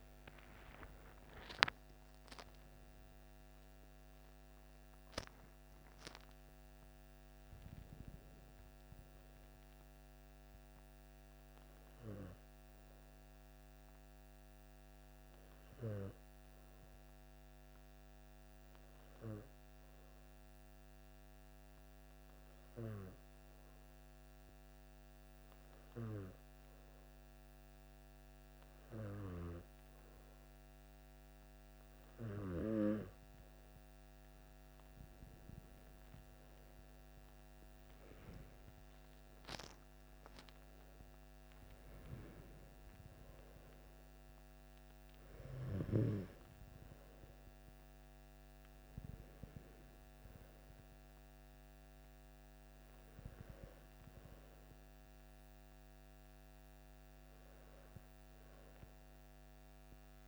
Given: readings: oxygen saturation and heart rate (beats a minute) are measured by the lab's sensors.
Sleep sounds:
breathing in sleep by a microphone on the trachea; 1
0.00-1.50 s: arousal
6.50-15.50 s: oxygen desaturation (device-marked, oxygen 97% before, 94% lowest, heart rate 61 before, 55 extreme)
17.50-35.50 s: hypopnea (oxygen 97% before, 95% lowest, heart rate 62 before, 52 extreme, up 10 after)
37.00-41.00 s: arousal
From the record:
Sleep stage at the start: N2 (light sleep); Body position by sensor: on the back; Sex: male

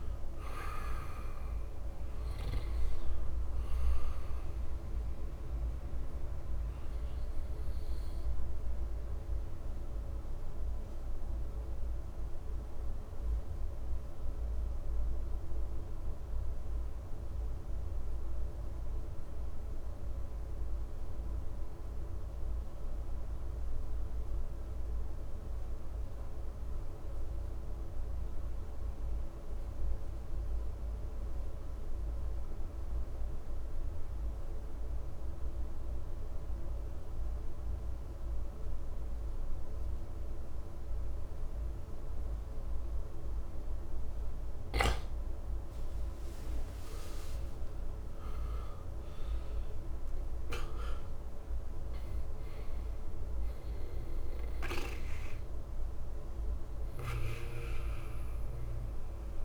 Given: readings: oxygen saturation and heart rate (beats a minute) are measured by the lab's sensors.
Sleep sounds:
breathing in sleep, hard to hear, by a room microphone; 1
0.00-20.00 s: oxygen desaturation (device-marked, oxygen 89% lowest, heart rate 57 extreme)
10.00-46.00 s: mixed apnea (oxygen 98% before, 88% lowest, heart rate 63 before, 54 extreme, up 12 after)
39.00-59.45 s: oxygen desaturation (device-marked, oxygen 97% before, 88% lowest, heart rate 58 before, 53 extreme)
47.50-52.00 s: arousal
From the record:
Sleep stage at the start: N2 (light sleep); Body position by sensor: on the right side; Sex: male

